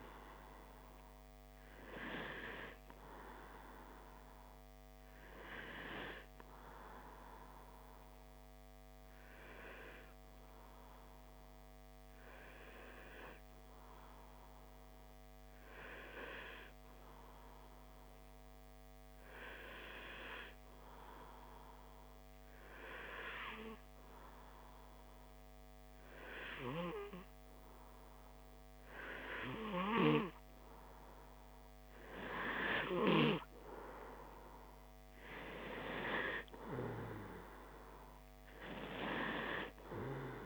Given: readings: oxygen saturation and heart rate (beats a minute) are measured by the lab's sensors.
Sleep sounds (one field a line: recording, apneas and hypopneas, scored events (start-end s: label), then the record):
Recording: breathing in sleep by a microphone on the trachea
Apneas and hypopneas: 1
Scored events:
7.00-30.50 s: hypopnea (oxygen 96% before, 94% lowest, heart rate 61 before, 59 extreme, up 3 after)
32.50-37.00 s: arousal
From the record:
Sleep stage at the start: N2 (light sleep)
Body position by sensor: on the back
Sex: male